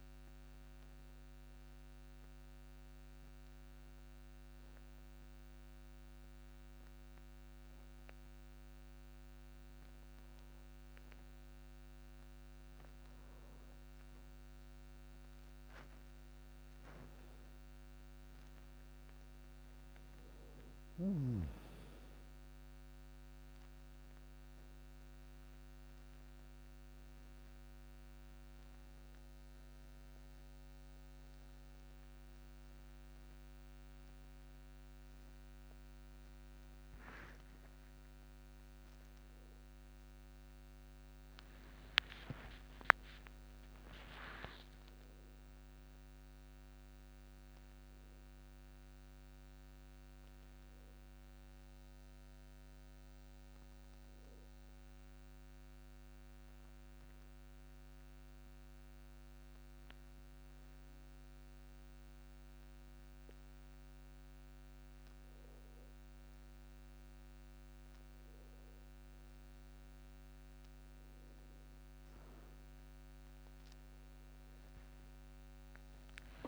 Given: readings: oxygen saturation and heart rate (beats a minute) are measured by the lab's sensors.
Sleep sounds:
breathing in sleep, hard to hear, by a microphone on the trachea; 2
2.50-13.50 s: obstructive apnea (oxygen 95% before, 92% lowest)
16.00-20.00 s: arousal
22.50-35.50 s: oxygen desaturation (device-marked, oxygen 96% before, 92% lowest)
39.50-44.00 s: arousal
56.00-66.50 s: obstructive apnea (oxygen 97% before, 93% lowest)
71.50-76.48 s: arousal
From the record:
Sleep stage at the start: N1 (lightest sleep); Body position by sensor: on the back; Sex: male

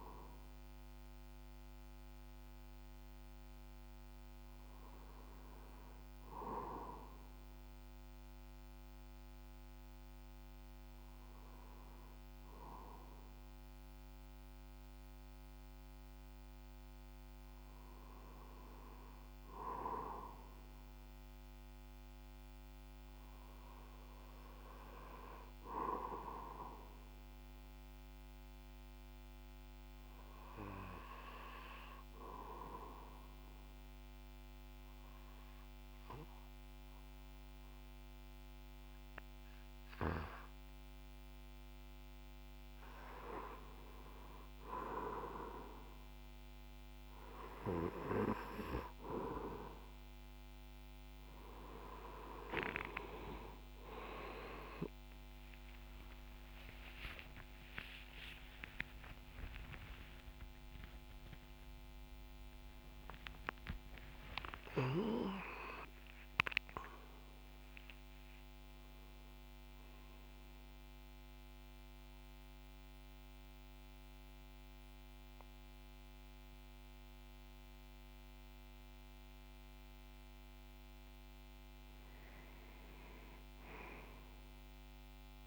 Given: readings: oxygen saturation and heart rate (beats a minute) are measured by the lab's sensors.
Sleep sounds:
breathing in sleep by a microphone on the trachea; 2
31.50-41.50 s: obstructive apnea (oxygen 98% before, 95% lowest, heart rate 55 before, 62 extreme, up 7 after)
44.00-47.00 s: arousal
56.00-62.50 s: arousal
60.50-71.50 s: oxygen desaturation (device-marked, oxygen 98% before, 95% lowest, heart rate 76 before, 52 extreme)
70.00-80.00 s: central apnea (oxygen 98% before, 95% lowest, heart rate 94 before, 52 extreme, up 1 after)
83.50-85.47 s: arousal
From the record:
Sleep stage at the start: N2 (light sleep); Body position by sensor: on the back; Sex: male

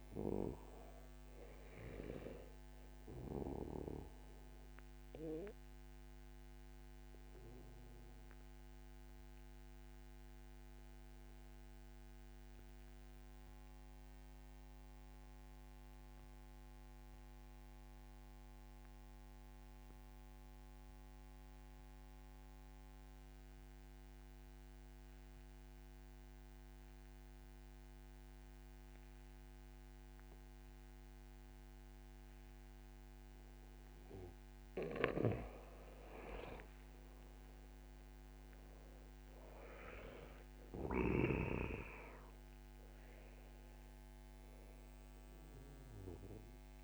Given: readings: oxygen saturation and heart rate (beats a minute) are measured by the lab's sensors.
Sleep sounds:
breathing in sleep by a microphone on the trachea; 1
0.00-17.00 s: oxygen desaturation (device-marked, oxygen 88% lowest, heart rate 34 extreme)
9.00-33.50 s: obstructive apnea (oxygen 97% before, 88% lowest, heart rate 58 before, 26 extreme, up 0 after)
34.00-46.84 s: oxygen desaturation (device-marked, oxygen 96% before, 88% lowest, heart rate 64 before, 26 extreme)
36.50-40.50 s: arousal
From the record:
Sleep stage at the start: N2 (light sleep); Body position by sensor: on the back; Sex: male

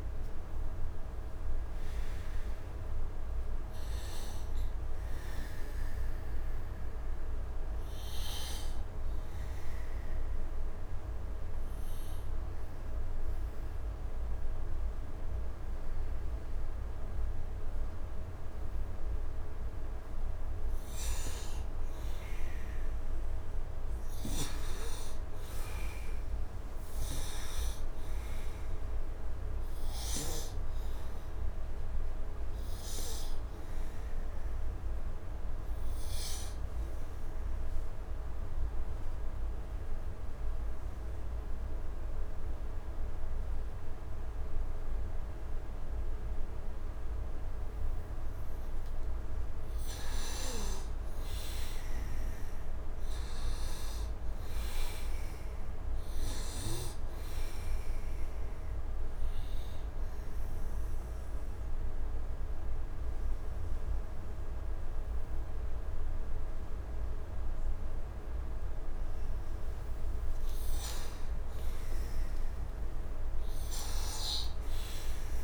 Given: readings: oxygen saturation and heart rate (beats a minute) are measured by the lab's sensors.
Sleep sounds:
breathing in sleep, hard to hear, by a room microphone; 3
0.00-2.00 s: oxygen desaturation (device-marked, oxygen 88% lowest, heart rate 75 extreme)
3.00-20.00 s: obstructive apnea (oxygen 99% before, 87% lowest, heart rate 79 before, 75 extreme, up 5 after)
23.50-27.50 s: arousal
24.00-42.00 s: oxygen desaturation (device-marked, oxygen 97% before, 91% lowest, heart rate 78 before, 69 extreme)
33.50-47.50 s: obstructive apnea (oxygen 98% before, 87% lowest, heart rate 78 before, 69 extreme, up 6 after)
50.50-54.50 s: arousal
58.00-70.00 s: oxygen desaturation (device-marked, oxygen 97% before, 87% lowest, heart rate 78 before, 69 extreme)
60.00-70.50 s: obstructive apnea (oxygen 98% before, 87% lowest, heart rate 78 before, 69 extreme, up 11 after)
71.50-74.50 s: arousal
From the record:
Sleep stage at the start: N2 (light sleep); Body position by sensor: on the right side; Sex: male

